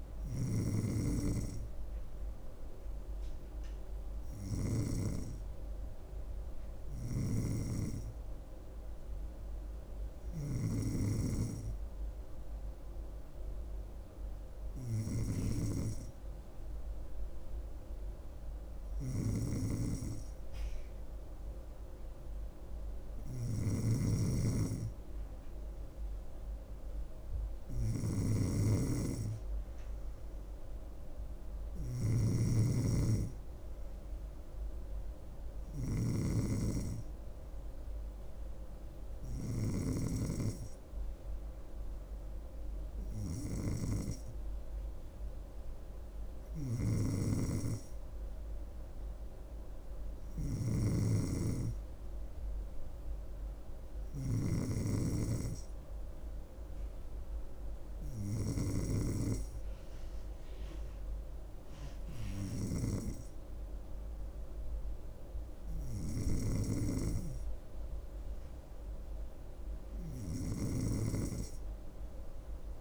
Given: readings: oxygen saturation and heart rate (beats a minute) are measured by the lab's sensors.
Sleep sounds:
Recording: breathing in sleep by a room microphone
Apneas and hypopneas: none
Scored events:
23.50-40.00 s: snoring (device-marked)
47.00-54.50 s: snoring (device-marked)
From the record:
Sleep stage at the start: N2 (light sleep)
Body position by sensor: on the back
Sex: female

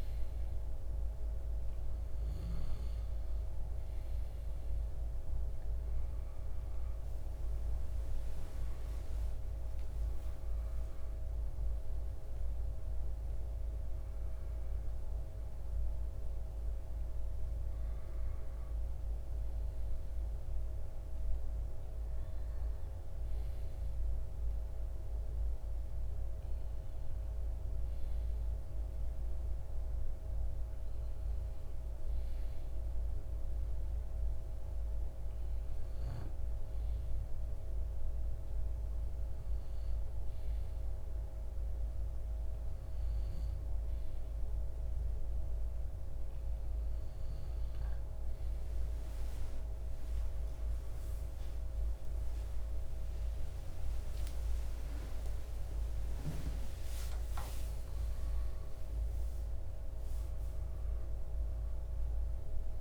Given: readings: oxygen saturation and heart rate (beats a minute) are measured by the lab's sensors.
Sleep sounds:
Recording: breathing in sleep, hard to hear, by a room microphone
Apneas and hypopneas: none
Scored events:
0.00-27.00 s: oxygen desaturation (device-marked, oxygen 93% lowest)
53.50-59.00 s: arousal
From the record:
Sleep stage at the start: N2 (light sleep)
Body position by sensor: on the left side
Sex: male

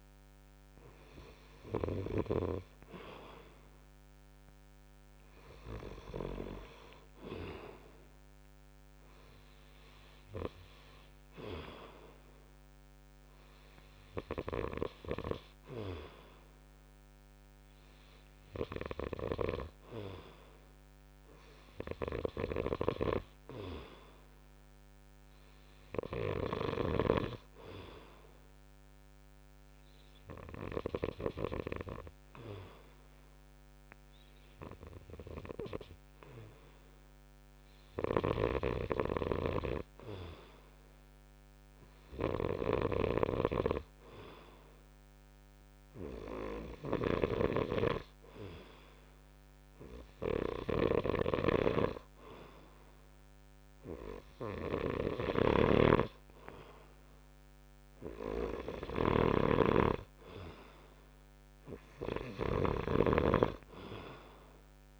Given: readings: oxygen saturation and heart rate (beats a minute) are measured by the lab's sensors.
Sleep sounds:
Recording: breathing in sleep by a microphone on the trachea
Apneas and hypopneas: 1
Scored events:
13.00-54.50 s: hypopnea (oxygen 97% before, 92% lowest)
38.00-65.00 s: snoring (device-marked)
56.50-60.00 s: arousal
From the record:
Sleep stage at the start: N2 (light sleep)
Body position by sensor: on the right side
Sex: male

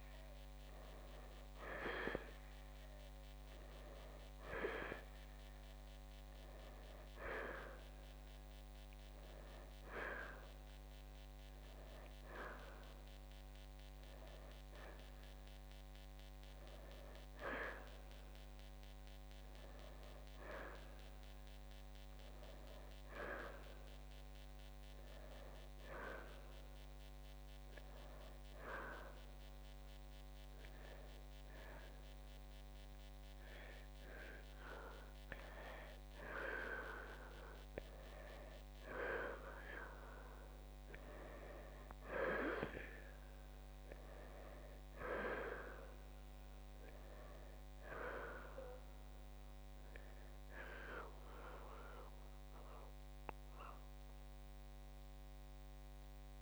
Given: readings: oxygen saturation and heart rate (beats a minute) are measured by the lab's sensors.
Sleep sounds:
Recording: breathing in sleep by a microphone on the trachea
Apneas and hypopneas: none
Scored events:
0.00-5.00 s: oxygen desaturation (device-marked, oxygen 87% lowest, heart rate 61 extreme)
From the record:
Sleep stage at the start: N2 (light sleep)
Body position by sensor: on the right side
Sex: male

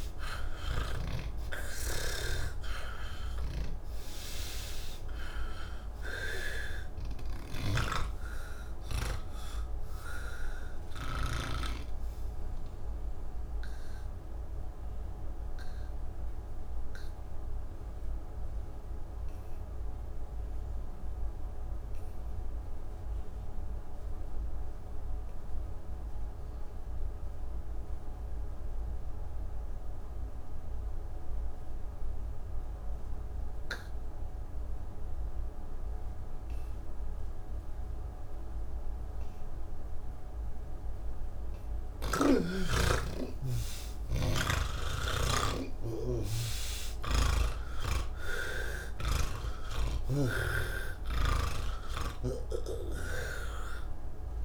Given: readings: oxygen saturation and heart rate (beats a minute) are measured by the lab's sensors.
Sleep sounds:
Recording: breathing in sleep by a room microphone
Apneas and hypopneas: 1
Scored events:
0.00-24.50 s: oxygen desaturation (device-marked, oxygen 78% lowest, heart rate 116 extreme)
2.00-11.50 s: snoring (device-marked)
13.00-42.50 s: obstructive apnea (oxygen 98% before, 78% lowest, heart rate 149 before, 116 extreme, up 31 after)
40.50-54.45 s: oxygen desaturation (device-marked, oxygen 97% before, 85% lowest, heart rate 139 before, 118 extreme)
49.50-53.00 s: snoring (device-marked)
From the record:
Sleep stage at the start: N1 (lightest sleep)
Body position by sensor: on the back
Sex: male

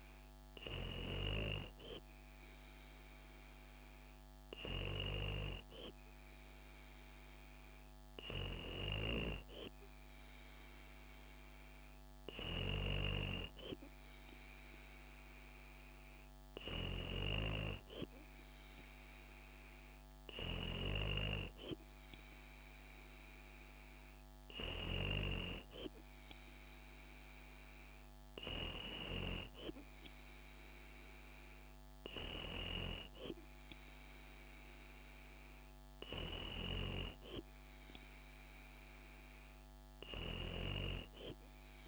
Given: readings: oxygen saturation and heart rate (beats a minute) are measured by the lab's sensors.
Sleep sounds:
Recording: breathing in sleep by a microphone on the trachea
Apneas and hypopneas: none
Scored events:
none scored
From the record:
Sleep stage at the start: N2 (light sleep)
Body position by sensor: on the back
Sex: female

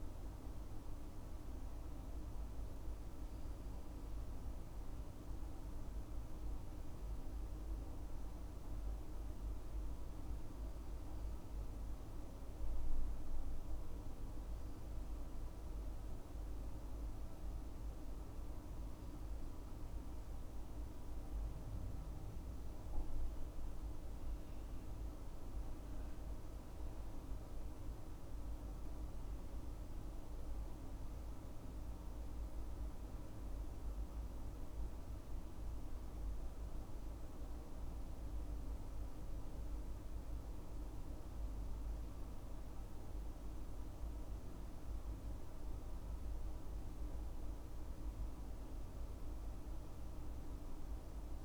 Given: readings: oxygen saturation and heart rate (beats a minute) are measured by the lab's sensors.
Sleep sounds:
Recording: breathing in sleep, hard to hear, by a room microphone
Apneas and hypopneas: none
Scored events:
none scored
From the record:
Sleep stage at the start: N2 (light sleep)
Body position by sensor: on the left side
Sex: male

